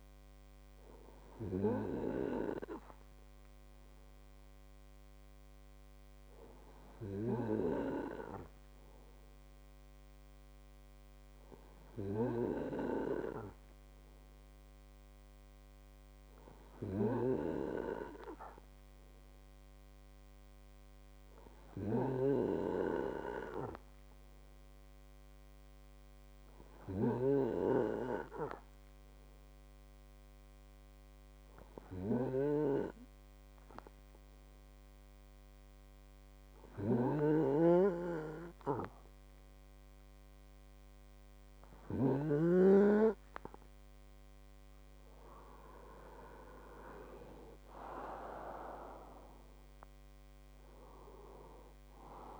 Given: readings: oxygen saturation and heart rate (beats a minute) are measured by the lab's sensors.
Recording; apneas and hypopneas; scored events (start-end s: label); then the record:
breathing in sleep by a microphone on the trachea; 1
12.50-42.50 s: hypopnea (oxygen 98% before, 92% lowest, heart rate 75 before, 49 extreme, up 15 after)
29.50-52.40 s: oxygen desaturation (device-marked, oxygen 97% before, 92% lowest, heart rate 114 before, 49 extreme)
37.50-43.00 s: snoring (device-marked)
47.00-51.50 s: arousal
From the record:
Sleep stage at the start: N2 (light sleep); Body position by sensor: on the right side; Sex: male